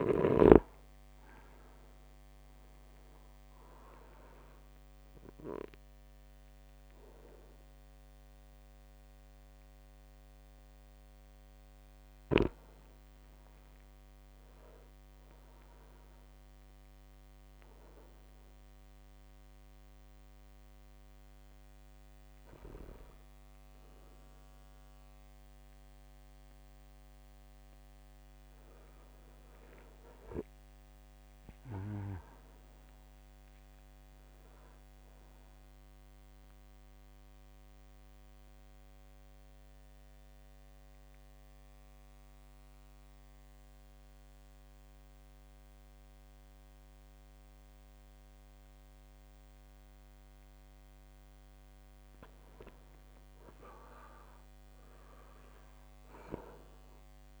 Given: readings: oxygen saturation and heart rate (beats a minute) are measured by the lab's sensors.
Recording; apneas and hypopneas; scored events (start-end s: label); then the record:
breathing in sleep by a microphone on the trachea; 2
0.00-4.00 s: drop in pulse transit time (device-marked, heart rate 60 extreme)
7.00-27.00 s: oxygen desaturation (device-marked, oxygen 98% before, 95% lowest, heart rate 60 before, 57 extreme)
13.00-16.00 s: arousal
17.00-42.00 s: drop in pulse transit time (device-marked, heart rate 59 before, 58 extreme)
17.50-28.50 s: obstructive apnea (oxygen 99% before, 95% lowest, heart rate 59 before, 58 extreme, up 3 after)
30.50-35.00 s: arousal
37.00-50.50 s: central apnea (oxygen 100% before, 97% lowest, heart rate 59 before, 55 extreme, up 2 after)
52.50-55.50 s: arousal
From the record:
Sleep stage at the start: N2 (light sleep); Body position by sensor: on the back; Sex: male